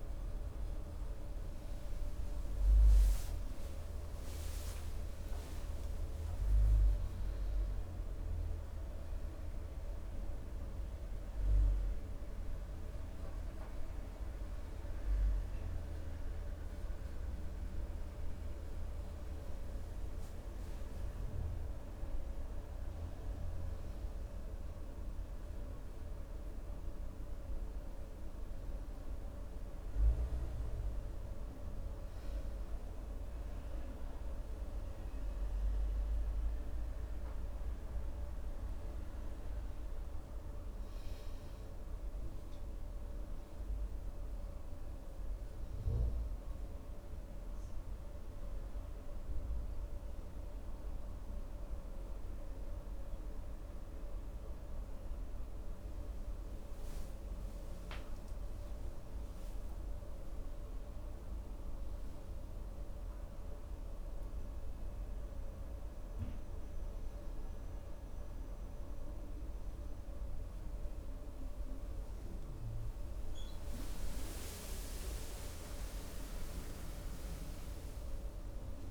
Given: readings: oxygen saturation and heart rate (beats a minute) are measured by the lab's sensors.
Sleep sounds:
breathing in sleep, hard to hear, by a room microphone; 1
40.00-43.00 s: arousal
46.00-58.50 s: hypopnea (oxygen 96% before, 92% lowest, heart rate 68 before, 67 extreme, up 2 after)
61.00-65.00 s: arousal
From the record:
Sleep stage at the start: N2 (light sleep); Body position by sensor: on the right side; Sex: male

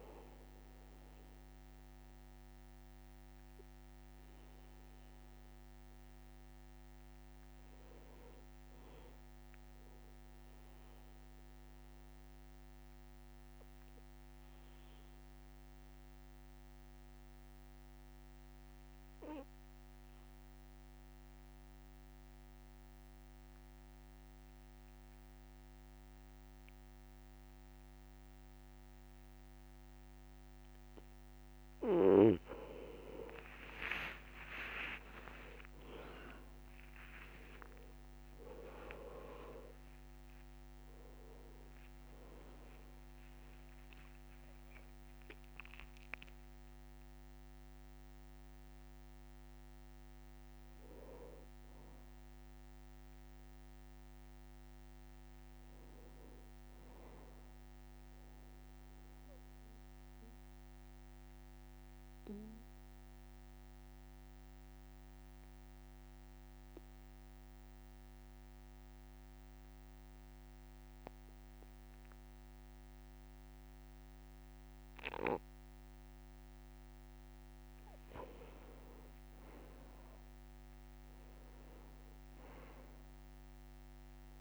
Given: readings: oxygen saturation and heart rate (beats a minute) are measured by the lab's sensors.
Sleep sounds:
breathing in sleep by a microphone on the trachea; 2
0.00-14.50 s: oxygen desaturation (device-marked, oxygen 89% lowest, heart rate 60 extreme)
11.50-31.00 s: obstructive apnea (oxygen 97% before, 91% lowest, heart rate 65 before, 60 extreme, up 14 after)
33.50-38.50 s: arousal
35.00-37.00 s: long interval between heartbeats (device-marked, heart rate 62 before, 67 extreme)
35.50-59.50 s: oxygen desaturation (device-marked, oxygen 98% before, 91% lowest, heart rate 62 before, 60 extreme)
37.50-39.50 s: long interval between heartbeats (device-marked, heart rate 63 before, 65 extreme)
59.50-76.50 s: obstructive apnea (oxygen 98% before, 91% lowest, heart rate 67 before, 59 extreme, up 13 after)
79.50-83.50 s: arousal
80.50-82.50 s: long interval between heartbeats (device-marked, heart rate 61 before, 71 extreme)
80.50-84.41 s: oxygen desaturation (device-marked, oxygen 98% before, 91% lowest, heart rate 61 before, 59 extreme)
From the record:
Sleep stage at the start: N2 (light sleep); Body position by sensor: on the back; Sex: male

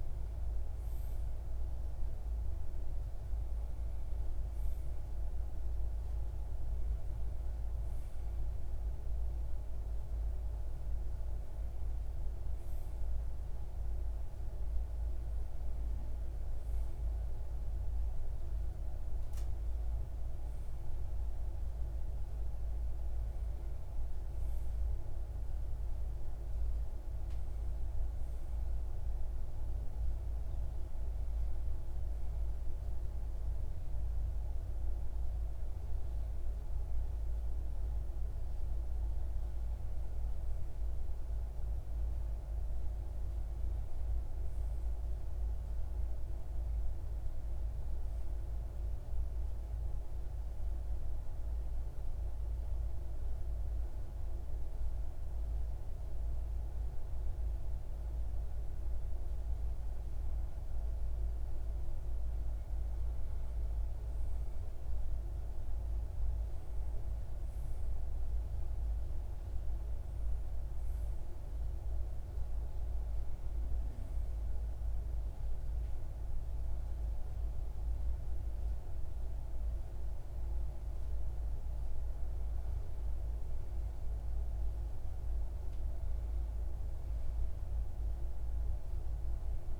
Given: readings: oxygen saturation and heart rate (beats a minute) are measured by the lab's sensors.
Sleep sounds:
breathing in sleep, hard to hear, by a room microphone; none
none scored
From the record:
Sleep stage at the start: REM sleep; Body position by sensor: on the left side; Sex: male

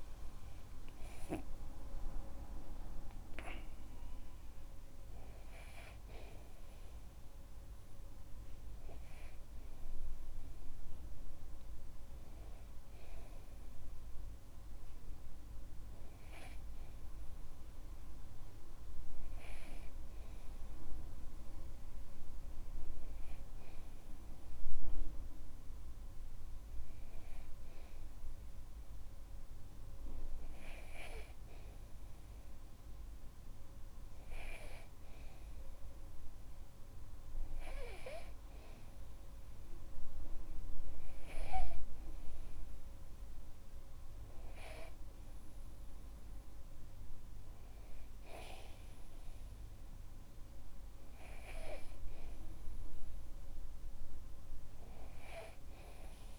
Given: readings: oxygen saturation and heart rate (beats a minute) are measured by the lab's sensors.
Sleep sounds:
breathing in sleep by a room microphone; none
none scored
From the record:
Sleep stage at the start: N2 (light sleep); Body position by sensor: on the back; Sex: male

